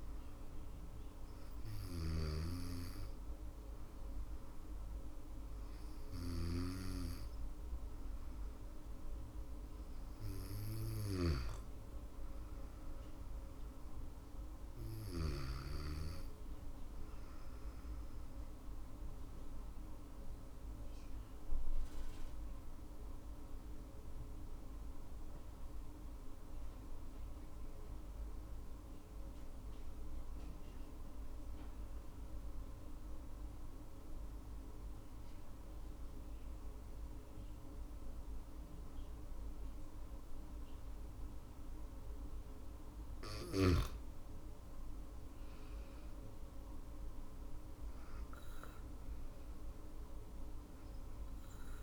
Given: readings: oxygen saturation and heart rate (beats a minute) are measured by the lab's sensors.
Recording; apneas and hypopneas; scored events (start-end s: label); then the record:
breathing in sleep by a room microphone; 1
0.00-14.50 s: snoring (device-marked)
17.50-42.00 s: obstructive apnea (oxygen 99% before, 93% lowest, heart rate 59 before, 55 extreme, up 22 after)
39.00-51.83 s: oxygen desaturation (device-marked, oxygen 98% before, 93% lowest, heart rate 60 before, 56 extreme)
43.50-47.50 s: arousal
44.00-51.83 s: drop in pulse transit time (device-marked, heart rate 62 before, 56 extreme)
From the record:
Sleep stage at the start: N2 (light sleep); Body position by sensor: on the back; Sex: female